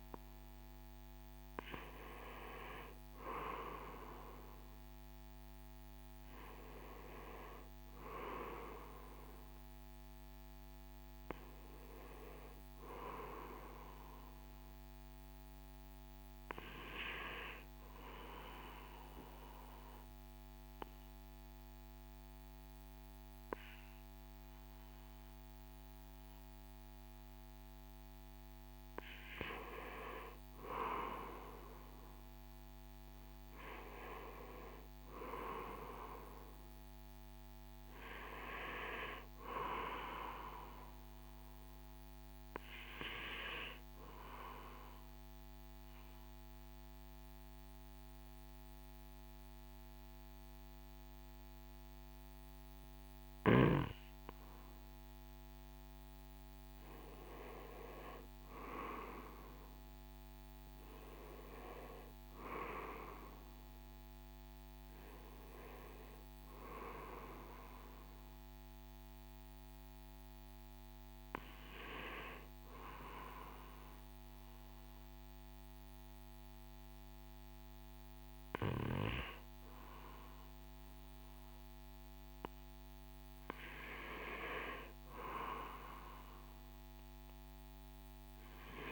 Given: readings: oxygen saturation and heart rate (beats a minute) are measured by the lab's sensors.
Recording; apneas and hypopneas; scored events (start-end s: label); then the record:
breathing in sleep by a microphone on the trachea; 3
17.50-28.00 s: obstructive apnea (oxygen 94% before, 90% lowest, heart rate 59 before, 55 extreme, up 3 after)
30.50-34.50 s: arousal
38.00-88.92 s: new sleep stage, N2 (light sleep)
39.00-57.00 s: oxygen desaturation (device-marked, oxygen 96% before, 91% lowest, heart rate 57 before, 54 extreme)
43.50-55.50 s: obstructive apnea (oxygen 96% before, 90% lowest, heart rate 57 before, 54 extreme, up 4 after)
57.50-62.50 s: arousal
67.00-82.00 s: oxygen desaturation (device-marked, oxygen 96% before, 90% lowest, heart rate 56 before, 55 extreme)
73.00-84.00 s: hypopnea (oxygen 96% before, 90% lowest, heart rate 57 before, 55 extreme, up 2 after)
87.50-88.92 s: arousal
From the record:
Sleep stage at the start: N1 (lightest sleep); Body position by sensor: on the right side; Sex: male